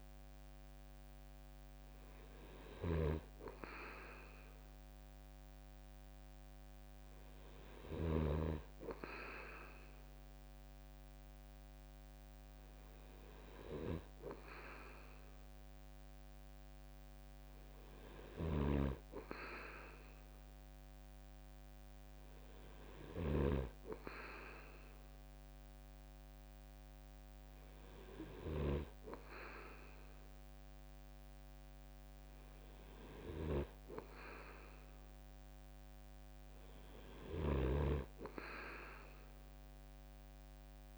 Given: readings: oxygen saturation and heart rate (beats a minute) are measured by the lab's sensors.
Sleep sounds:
breathing in sleep by a microphone on the trachea; none
0.00-8.00 s: snoring (device-marked)
37.00-40.98 s: snoring (device-marked)
From the record:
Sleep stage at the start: N2 (light sleep); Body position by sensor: on the right side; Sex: male

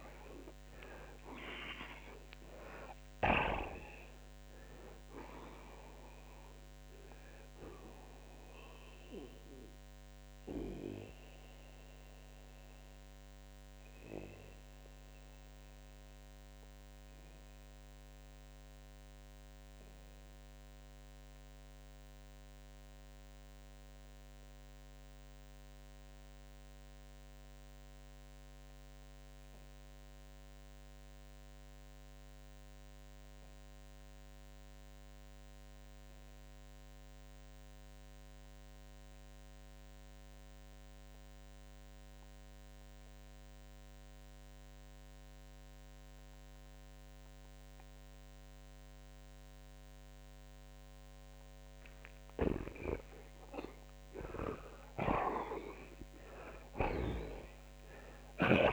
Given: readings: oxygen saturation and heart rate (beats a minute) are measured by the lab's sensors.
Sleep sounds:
breathing in sleep by a microphone on the trachea; 1
0.00-3.50 s: snoring (device-marked)
10.50-50.00 s: mixed apnea (oxygen 96% before, 78% lowest)
25.50-45.50 s: oxygen desaturation (device-marked, oxygen 93% before, 82% lowest)
54.00-58.50 s: arousal
54.50-58.50 s: snoring (device-marked)
From the record:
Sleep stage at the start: REM sleep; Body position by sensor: on the back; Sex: male

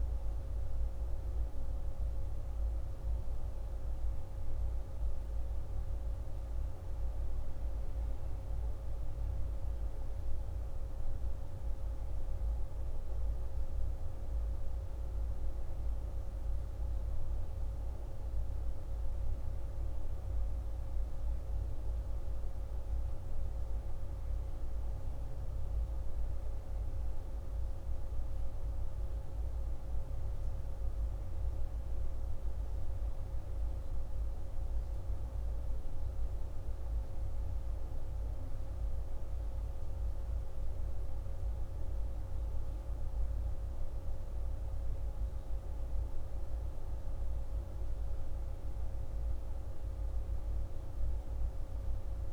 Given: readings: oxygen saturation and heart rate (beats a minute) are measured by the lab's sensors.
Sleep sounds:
a person awake in a sleep study, hard to hear, by a room microphone; none
none scored
From the record:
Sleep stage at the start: awake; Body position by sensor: on the back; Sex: male

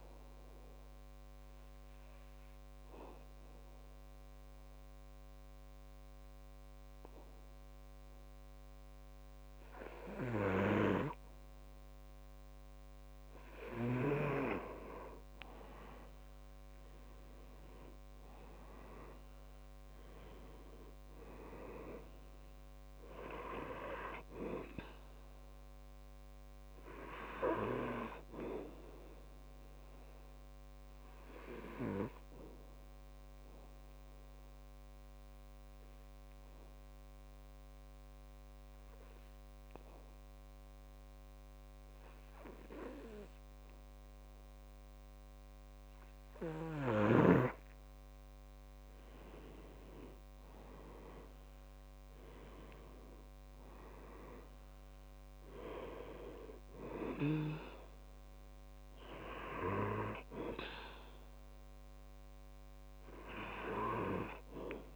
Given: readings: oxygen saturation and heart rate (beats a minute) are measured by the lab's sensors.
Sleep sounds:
breathing in sleep by a microphone on the trachea; 2
0.00-7.50 s: oxygen desaturation (device-marked, oxygen 94% lowest, heart rate 65 extreme)
0.50-14.00 s: obstructive apnea (oxygen 98% before, 91% lowest, heart rate 68 before, 66 extreme, up 5 after)
17.00-21.00 s: arousal
17.50-41.50 s: oxygen desaturation (device-marked, oxygen 97% before, 92% lowest, heart rate 67 before, 66 extreme)
31.00-47.00 s: obstructive apnea (oxygen 97% before, 89% lowest, heart rate 69 before, 65 extreme, up 4 after)
49.50-53.00 s: arousal
53.50-64.96 s: oxygen desaturation (device-marked, oxygen 98% before, 91% lowest, heart rate 67 before, 63 extreme)
From the record:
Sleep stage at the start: N2 (light sleep); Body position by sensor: on the back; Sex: male

